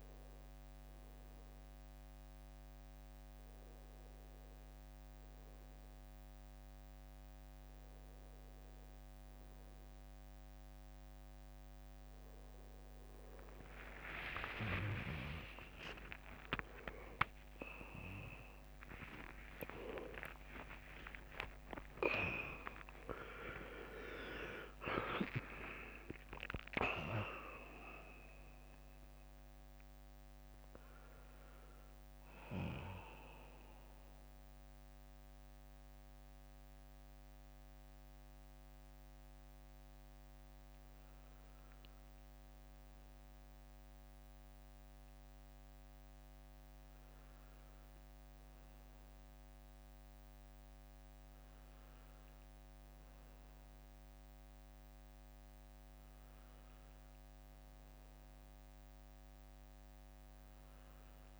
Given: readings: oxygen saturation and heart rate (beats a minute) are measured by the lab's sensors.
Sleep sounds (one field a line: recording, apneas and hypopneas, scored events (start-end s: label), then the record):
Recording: a person partly awake in a sleep study, by a microphone on the trachea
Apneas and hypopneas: none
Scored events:
13.50-43.50 s: new sleep stage, awake
23.50-39.50 s: drop in pulse transit time (device-marked, heart rate 72 before, 70 extreme)
43.50-61.40 s: new sleep stage, N1 (lightest sleep)
From the record:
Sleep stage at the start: N2 (light sleep)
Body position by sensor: on the back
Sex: male